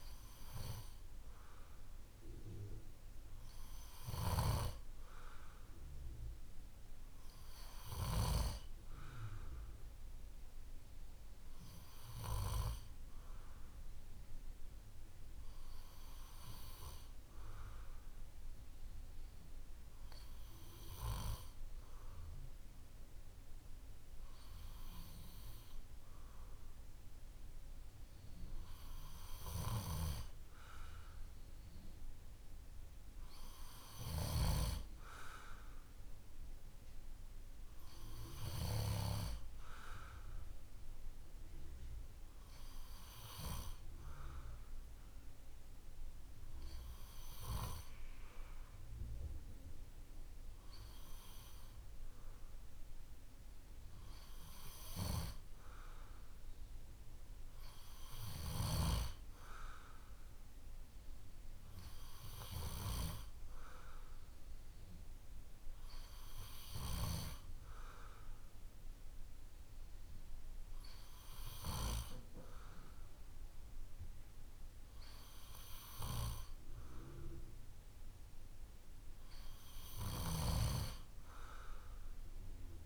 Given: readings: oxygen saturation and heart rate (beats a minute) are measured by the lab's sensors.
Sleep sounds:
breathing in sleep by a room microphone; none
none scored
From the record:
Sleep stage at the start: N2 (light sleep); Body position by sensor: on the back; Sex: male

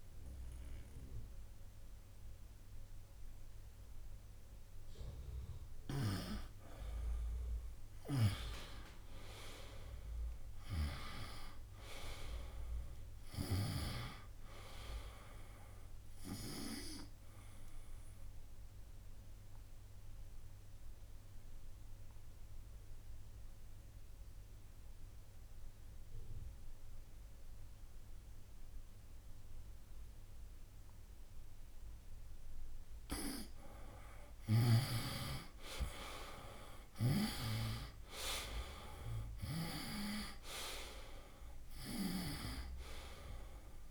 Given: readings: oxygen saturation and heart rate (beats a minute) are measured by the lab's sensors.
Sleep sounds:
breathing in sleep by a room microphone; 1
4.00-15.00 s: oxygen desaturation (device-marked, oxygen 96% before, 92% lowest, heart rate 70 before, 65 extreme)
8.00-14.00 s: snoring (device-marked)
8.50-10.50 s: long interval between heartbeats (device-marked, heart rate 69 before, 77 extreme)
17.00-32.00 s: oxygen desaturation (device-marked, oxygen 94% before, 91% lowest, heart rate 75 before, 65 extreme)
17.50-33.50 s: obstructive apnea (oxygen 97% before, 86% lowest, heart rate 75 before, 65 extreme, up 8 after)
19.00-43.91 s: new sleep stage, N2 (light sleep)
34.50-38.00 s: arousal
38.00-43.91 s: oxygen desaturation (device-marked, oxygen 97% before, 86% lowest, heart rate 68 before, 64 extreme)
41.50-43.91 s: snoring (device-marked)
From the record:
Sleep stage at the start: N1 (lightest sleep); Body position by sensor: on the right side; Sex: male

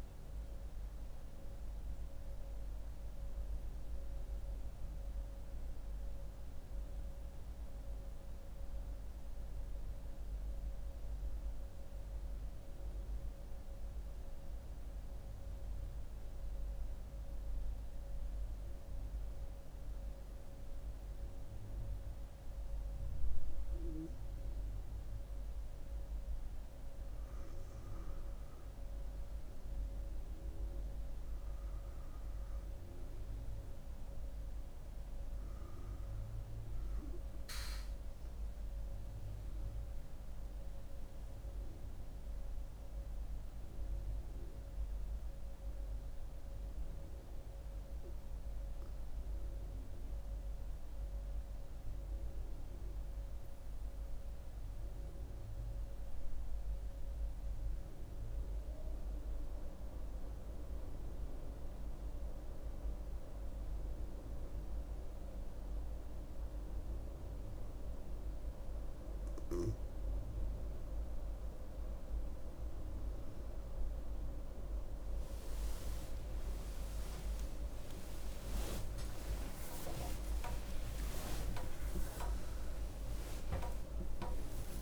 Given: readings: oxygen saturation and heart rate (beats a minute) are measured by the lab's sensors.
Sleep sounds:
breathing in sleep by a room microphone; 2
0.00-1.50 s: arousal
3.50-22.00 s: central apnea (oxygen 97% before, 90% lowest)
24.00-47.00 s: oxygen desaturation (device-marked, oxygen 97% before, 90% lowest)
25.00-29.00 s: arousal
47.00-69.50 s: mixed apnea (oxygen 97% before, 90% lowest)
68.00-84.82 s: oxygen desaturation (device-marked, oxygen 97% before, 90% lowest)
74.50-80.00 s: arousal
79.00-84.82 s: new sleep stage, N1 (lightest sleep)
From the record:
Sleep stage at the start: N2 (light sleep); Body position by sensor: on the back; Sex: female

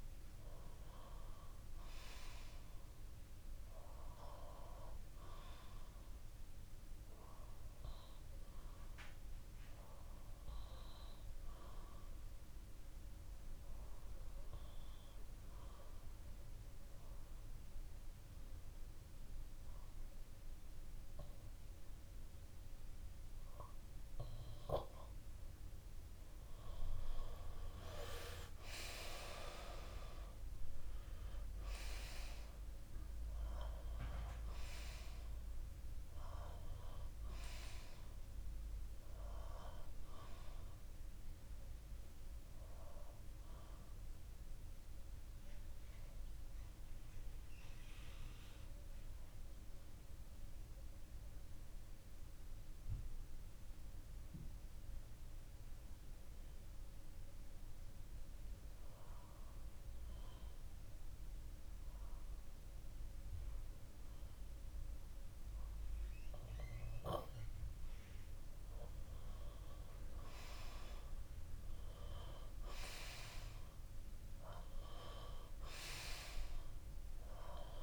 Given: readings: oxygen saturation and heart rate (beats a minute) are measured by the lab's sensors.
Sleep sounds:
breathing in sleep by a room microphone; 2
4.00-21.00 s: bradycardia (device-marked, heart rate 60 before, 56 extreme)
6.00-24.00 s: obstructive apnea (oxygen 95% before, 92% lowest, heart rate 62 before, 56 extreme, up 12 after)
26.00-30.00 s: arousal
42.00-66.50 s: obstructive apnea (oxygen 95% before, 92% lowest, heart rate 63 before, 54 extreme, up 7 after)
42.00-67.00 s: bradycardia (device-marked, heart rate 60 before, 54 extreme)
68.50-72.00 s: arousal
From the record:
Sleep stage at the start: N2 (light sleep); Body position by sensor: on the back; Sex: male

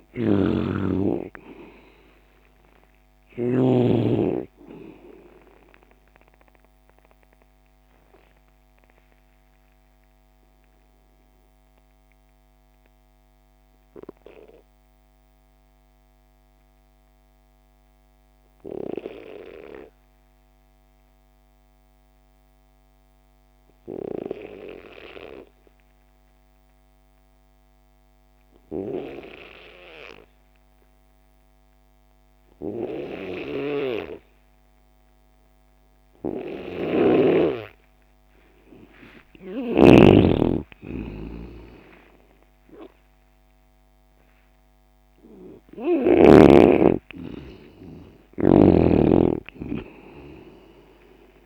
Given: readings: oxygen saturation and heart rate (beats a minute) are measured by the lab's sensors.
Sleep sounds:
breathing in sleep by a microphone on the trachea; 1
0.00-3.50 s: snoring (device-marked)
0.00-22.00 s: oxygen desaturation (device-marked, oxygen 84% lowest)
6.50-36.50 s: obstructive apnea (oxygen 96% before, 84% lowest)
33.00-46.00 s: snoring (device-marked)
39.00-51.46 s: oxygen desaturation (device-marked, oxygen 98% before, 90% lowest)
39.50-43.00 s: arousal
From the record:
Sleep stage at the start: N2 (light sleep); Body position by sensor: on the left side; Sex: male

